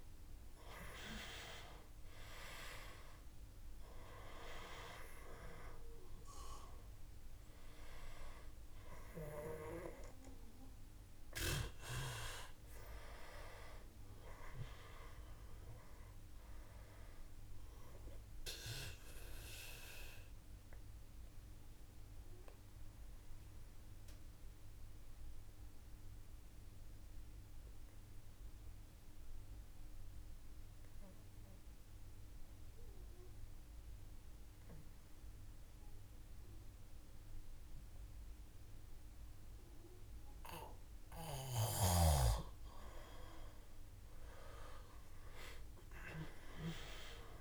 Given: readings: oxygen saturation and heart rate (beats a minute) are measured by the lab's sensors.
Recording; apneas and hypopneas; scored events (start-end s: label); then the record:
breathing in sleep by a room microphone; 1
0.00-3.00 s: arousal
0.00-27.00 s: oxygen desaturation (device-marked, oxygen 88% lowest, heart rate 55 extreme)
17.50-41.00 s: mixed apnea (oxygen 97% before, 88% lowest, heart rate 57 before, 54 extreme, up 2 after)
43.50-47.41 s: arousal
45.00-47.41 s: oxygen desaturation (device-marked, oxygen 97% before, 89% lowest, heart rate 57 before, 54 extreme)
From the record:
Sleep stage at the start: N2 (light sleep); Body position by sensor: on the back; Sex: male